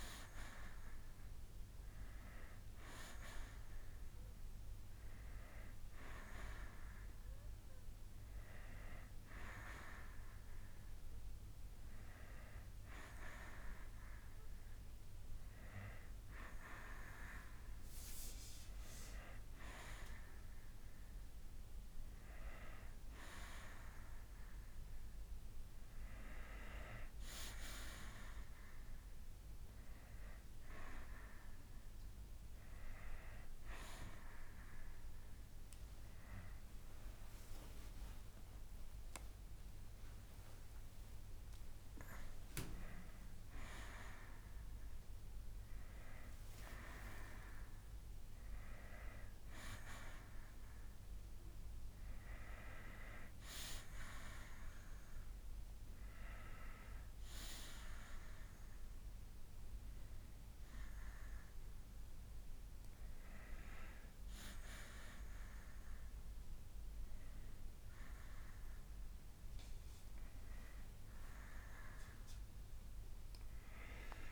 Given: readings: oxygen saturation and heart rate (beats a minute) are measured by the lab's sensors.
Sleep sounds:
breathing in sleep by a room microphone; none
0.00-10.00 s: oxygen desaturation (device-marked, oxygen 91% lowest, heart rate 48 extreme)
13.00-19.00 s: bradycardia (device-marked, heart rate 69 before, 57 extreme)
63.00-65.00 s: bradycardia (device-marked, heart rate 71 before, 63 extreme)
From the record:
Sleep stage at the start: N2 (light sleep); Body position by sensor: on the back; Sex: male

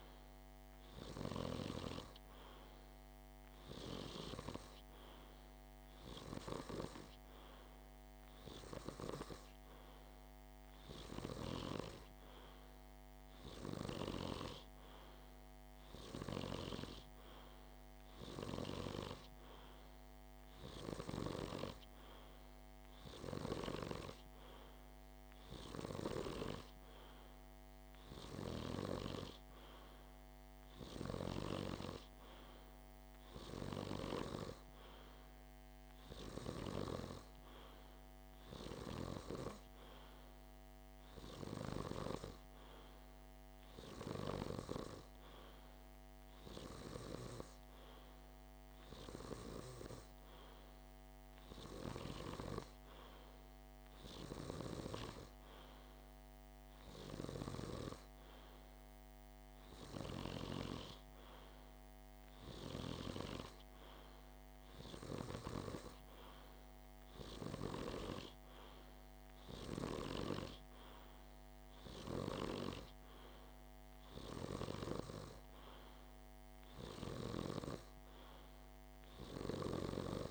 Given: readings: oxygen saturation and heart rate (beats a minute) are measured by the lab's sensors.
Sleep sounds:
breathing in sleep by a microphone on the trachea; none
none scored
From the record:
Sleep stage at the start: N2 (light sleep); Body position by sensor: on the back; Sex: male

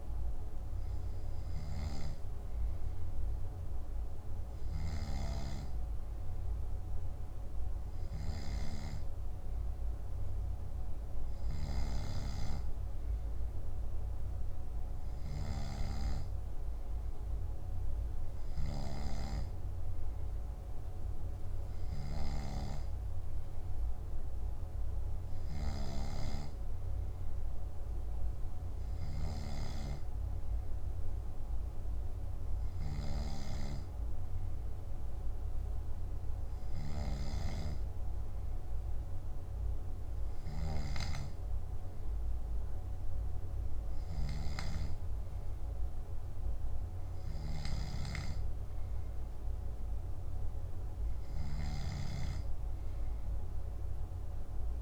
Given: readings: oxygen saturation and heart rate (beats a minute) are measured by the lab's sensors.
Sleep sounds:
breathing in sleep by a room microphone; none
none scored
From the record:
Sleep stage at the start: N2 (light sleep); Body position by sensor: on the back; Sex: male

